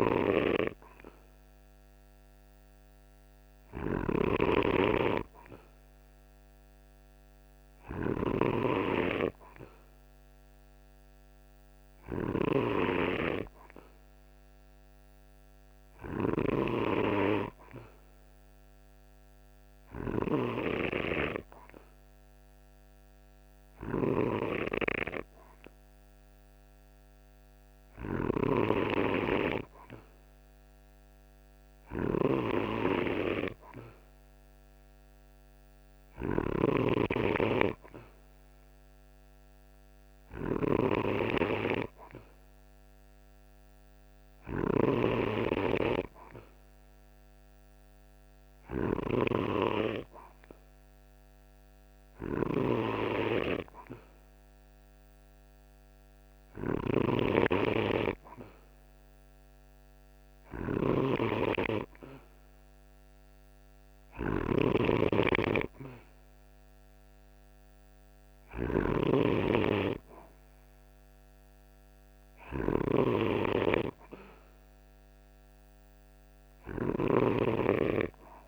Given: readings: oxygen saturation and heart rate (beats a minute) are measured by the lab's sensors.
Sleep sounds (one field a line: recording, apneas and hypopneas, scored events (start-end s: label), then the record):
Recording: breathing in sleep by a microphone on the trachea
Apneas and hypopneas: none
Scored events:
0.00-78.47 s: snoring (device-marked)
From the record:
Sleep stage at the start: N2 (light sleep)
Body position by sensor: on the right side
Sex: male